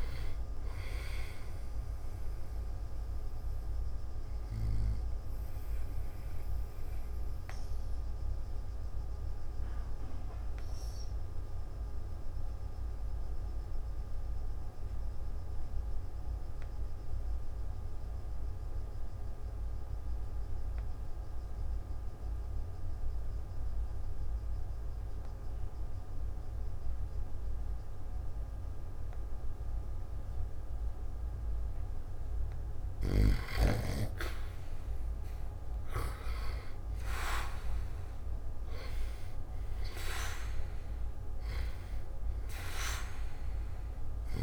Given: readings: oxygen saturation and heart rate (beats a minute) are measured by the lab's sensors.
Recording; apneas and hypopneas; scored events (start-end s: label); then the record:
breathing in sleep by a room microphone; 1
6.50-30.50 s: obstructive apnea (oxygen 98% before, 88% lowest, heart rate 58 before, 48 extreme, up 3 after)
17.00-32.00 s: oxygen desaturation (device-marked, oxygen 96% before, 91% lowest, heart rate 57 before, 48 extreme)
33.50-37.50 s: arousal
41.00-44.43 s: oxygen desaturation (device-marked, oxygen 98% before, 92% lowest, heart rate 51 before, 53 extreme)
From the record:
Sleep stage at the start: N2 (light sleep); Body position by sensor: on the back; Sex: male